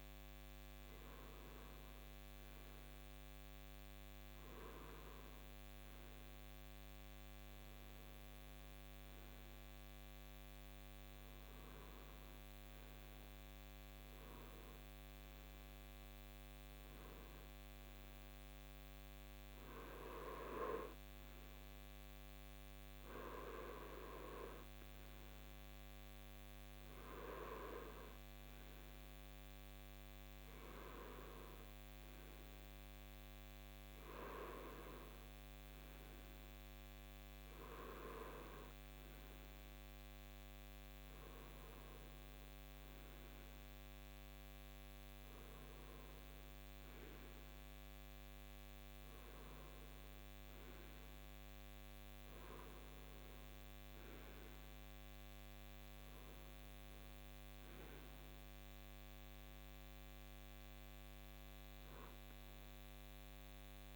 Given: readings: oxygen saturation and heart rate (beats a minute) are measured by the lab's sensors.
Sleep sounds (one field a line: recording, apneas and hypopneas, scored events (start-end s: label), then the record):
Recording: breathing in sleep by a microphone on the trachea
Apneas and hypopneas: none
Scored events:
none scored
From the record:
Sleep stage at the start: REM sleep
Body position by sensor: on the right side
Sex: male